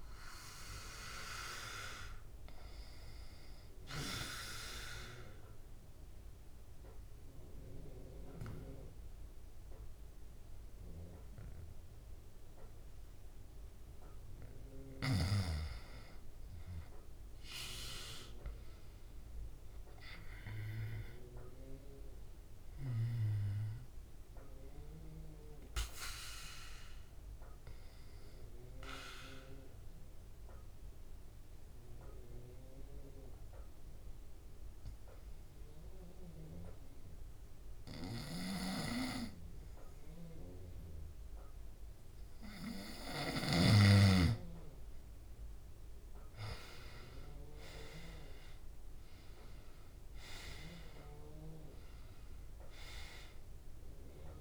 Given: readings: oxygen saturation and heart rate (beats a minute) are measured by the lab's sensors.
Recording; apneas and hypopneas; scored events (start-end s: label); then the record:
breathing in sleep by a room microphone; 2
4.00-15.00 s: obstructive apnea (oxygen 96% before, 89% lowest, heart rate 76 before, 70 extreme, up 4 after)
18.00-21.00 s: arousal
28.00-43.00 s: mixed apnea (oxygen 97% before, 89% lowest, heart rate 73 before, 68 extreme, up 0 after)
29.00-43.00 s: oxygen desaturation (device-marked, oxygen 97% before, 91% lowest, heart rate 73 before, 68 extreme)
46.00-49.50 s: arousal
53.00-54.41 s: oxygen desaturation (device-marked, oxygen 97% before, 89% lowest, heart rate 71 before, 66 extreme)
From the record:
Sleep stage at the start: N2 (light sleep); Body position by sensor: on the back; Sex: male